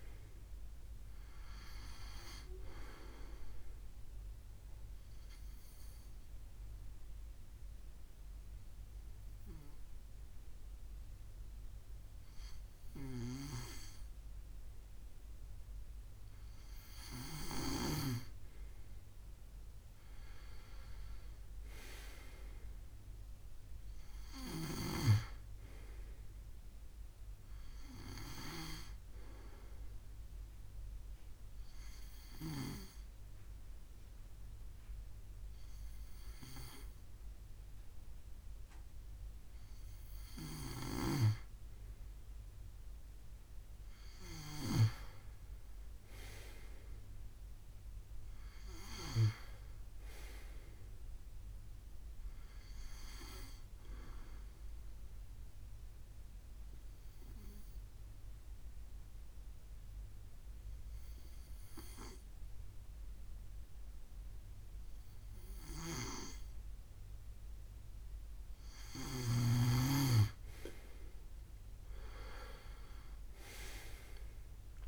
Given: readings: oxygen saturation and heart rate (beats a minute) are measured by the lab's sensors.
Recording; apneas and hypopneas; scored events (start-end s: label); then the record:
breathing in sleep by a room microphone; 3
4.00-16.00 s: obstructive apnea (oxygen 96% before, 91% lowest, heart rate 71 before, 66 extreme, up 6 after)
19.00-22.50 s: arousal
29.50-41.00 s: hypopnea (oxygen 96% before, 90% lowest, heart rate 73 before, 66 extreme, up 10 after)
45.00-48.50 s: arousal
54.50-67.00 s: obstructive apnea (oxygen 96% before, 90% lowest, heart rate 72 before, 68 extreme, up 9 after)
71.50-74.88 s: arousal
From the record:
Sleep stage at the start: N2 (light sleep); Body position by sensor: on the left side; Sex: male